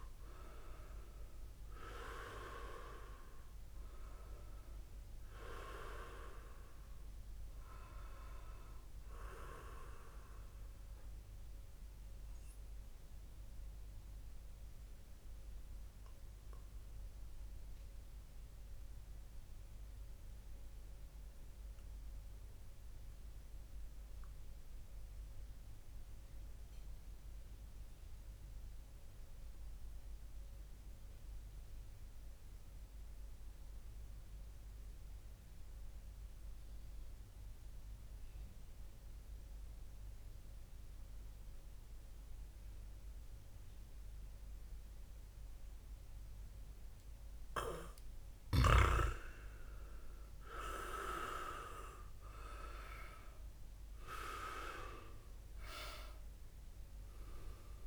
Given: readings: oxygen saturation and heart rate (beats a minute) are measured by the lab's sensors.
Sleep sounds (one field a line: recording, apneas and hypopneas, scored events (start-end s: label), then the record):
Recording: breathing in sleep by a room microphone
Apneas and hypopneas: 1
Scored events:
0.00-16.50 s: oxygen desaturation (device-marked, oxygen 94% lowest, heart rate 60 extreme)
12.00-46.50 s: mixed apnea (oxygen 98% before, 94% lowest, heart rate 68 before, 60 extreme, up 22 after)
41.50-57.87 s: oxygen desaturation (device-marked, oxygen 100% before, 96% lowest, heart rate 66 before, 59 extreme)
49.00-53.00 s: arousal
From the record:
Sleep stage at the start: N2 (light sleep)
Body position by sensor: on the back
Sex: male